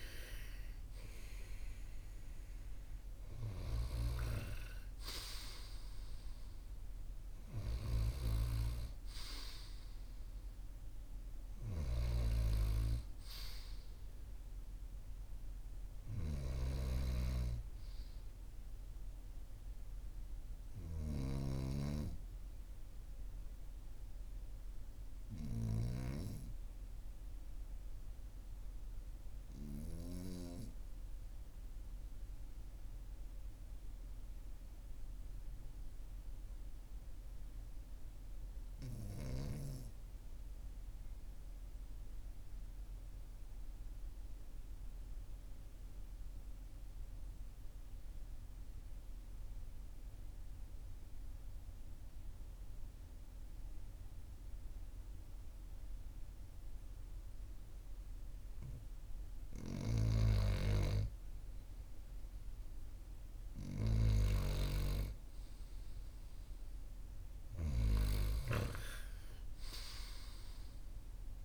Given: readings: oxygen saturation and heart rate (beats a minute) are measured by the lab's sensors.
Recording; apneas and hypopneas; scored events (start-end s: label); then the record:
breathing in sleep by a room microphone; 1
16.50-25.50 s: snoring (device-marked)
28.00-60.00 s: obstructive apnea (oxygen 98% before, 94% lowest, heart rate 44 before, 41 extreme, up 2 after)
62.50-65.50 s: arousal
From the record:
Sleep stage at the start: N2 (light sleep); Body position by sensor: on the right side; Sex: male